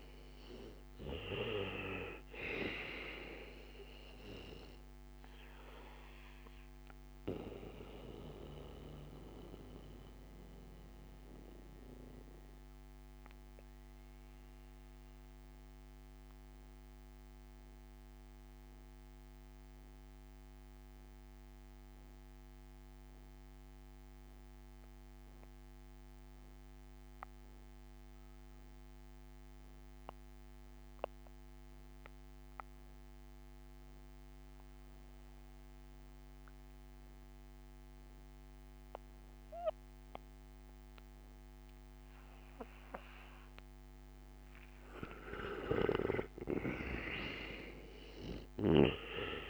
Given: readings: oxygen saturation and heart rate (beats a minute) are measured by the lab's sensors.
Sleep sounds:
breathing in sleep by a microphone on the trachea; 1
0.00-29.00 s: oxygen desaturation (device-marked, oxygen 84% lowest, heart rate 56 extreme)
8.00-43.50 s: mixed apnea (oxygen 98% before, 83% lowest, heart rate 61 before, 56 extreme, up 7 after)
44.00-49.50 s: oxygen desaturation (device-marked, oxygen 97% before, 83% lowest, heart rate 60 before, 56 extreme)
45.50-49.50 s: arousal
From the record:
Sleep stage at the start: N2 (light sleep); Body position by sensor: on the back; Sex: male

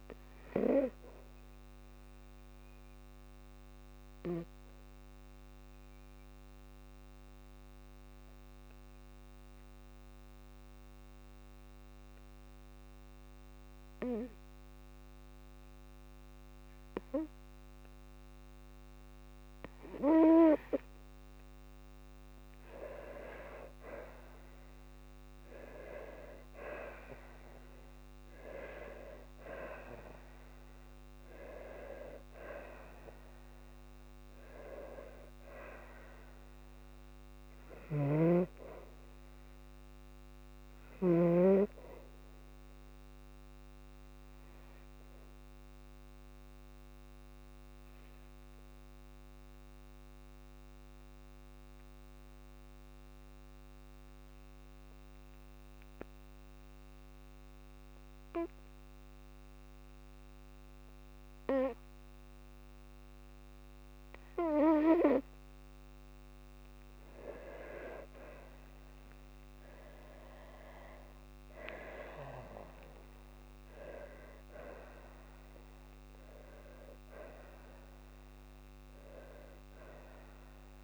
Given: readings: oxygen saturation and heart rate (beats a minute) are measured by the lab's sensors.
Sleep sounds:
breathing in sleep by a microphone on the trachea; 2
5.00-19.50 s: obstructive apnea (oxygen 98% before, 92% lowest, heart rate 55 before, 52 extreme, up 4 after)
9.50-21.50 s: oxygen desaturation (device-marked, oxygen 97% before, 93% lowest, heart rate 54 before, 53 extreme)
23.00-27.50 s: arousal
47.50-64.50 s: obstructive apnea (oxygen 97% before, 92% lowest, heart rate 55 before, 53 extreme, up 5 after)
51.50-63.50 s: oxygen desaturation (device-marked, oxygen 97% before, 92% lowest, heart rate 55 before, 53 extreme)
53.00-55.00 s: long interval between heartbeats (device-marked, heart rate 54 before, 59 extreme)
69.00-73.50 s: arousal
From the record:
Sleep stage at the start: N2 (light sleep); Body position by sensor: on the back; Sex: female

